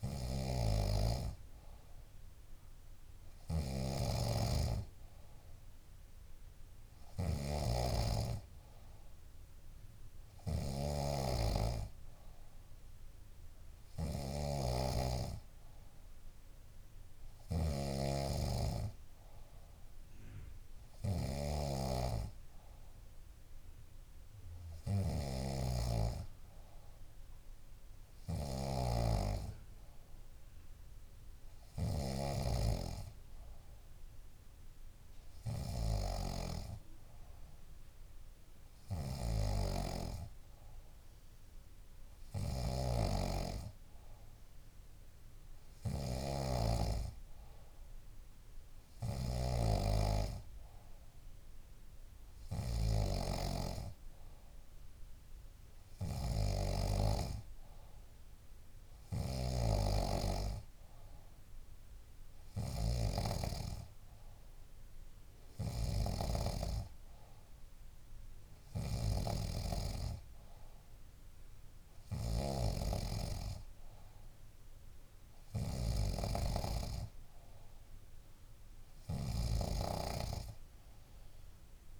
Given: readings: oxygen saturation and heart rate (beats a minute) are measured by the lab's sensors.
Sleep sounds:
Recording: breathing in sleep by a room microphone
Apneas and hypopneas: none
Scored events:
0.00-82.00 s: snoring (device-marked)
From the record:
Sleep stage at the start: N3 (deep sleep)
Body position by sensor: on the back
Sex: female

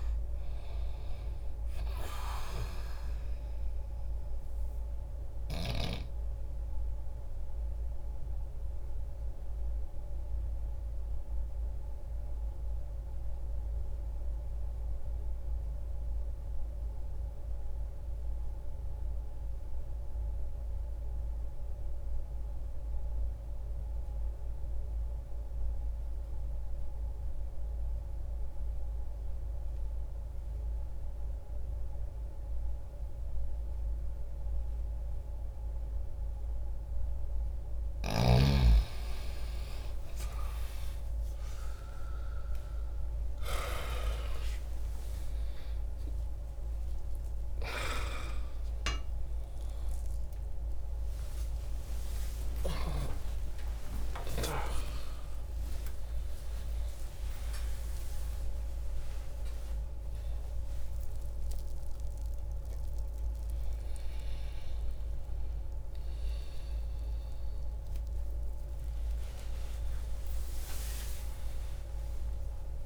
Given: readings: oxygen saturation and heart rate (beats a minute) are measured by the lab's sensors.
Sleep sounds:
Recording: a person awake in a sleep study, by a room microphone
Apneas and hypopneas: 1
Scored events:
0.00-10.50 s: oxygen desaturation (device-marked, oxygen 90% lowest, heart rate 60 extreme)
5.50-36.00 s: obstructive apnea (oxygen 98% before, 86% lowest, heart rate 67 before, 60 extreme, up 22 after)
16.50-28.50 s: oxygen desaturation (device-marked, oxygen 92% before, 86% lowest, heart rate 67 before, 60 extreme)
23.50-72.86 s: new sleep stage, awake
30.50-66.50 s: oxygen desaturation (device-marked, oxygen 98% before, 87% lowest)
37.50-43.50 s: snoring (device-marked)
From the record:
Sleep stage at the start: N2 (light sleep)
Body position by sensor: on the left side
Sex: male

